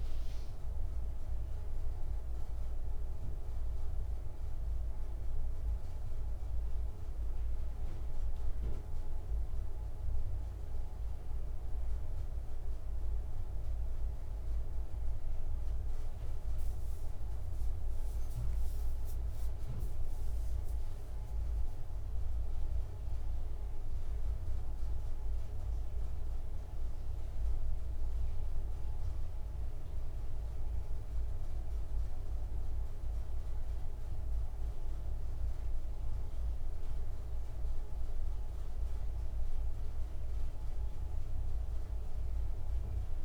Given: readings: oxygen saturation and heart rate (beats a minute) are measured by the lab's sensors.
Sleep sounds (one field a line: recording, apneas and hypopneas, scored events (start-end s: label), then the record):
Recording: a person awake in a sleep study, hard to hear, by a room microphone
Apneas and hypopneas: none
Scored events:
none scored
From the record:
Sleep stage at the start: awake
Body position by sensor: on the back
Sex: male